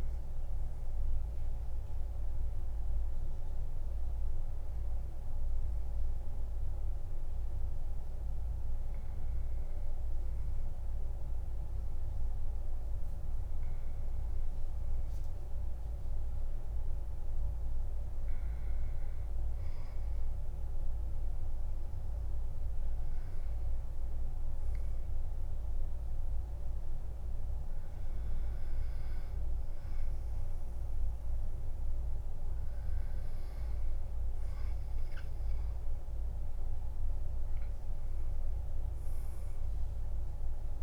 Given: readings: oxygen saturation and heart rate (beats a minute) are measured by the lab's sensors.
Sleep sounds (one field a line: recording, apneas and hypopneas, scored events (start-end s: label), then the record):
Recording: breathing in sleep, hard to hear, by a room microphone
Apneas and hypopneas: none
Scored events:
4.00-40.83 s: new sleep stage, N2 (light sleep)
36.50-40.00 s: arousal
From the record:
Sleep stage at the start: N1 (lightest sleep)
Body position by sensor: on the back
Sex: male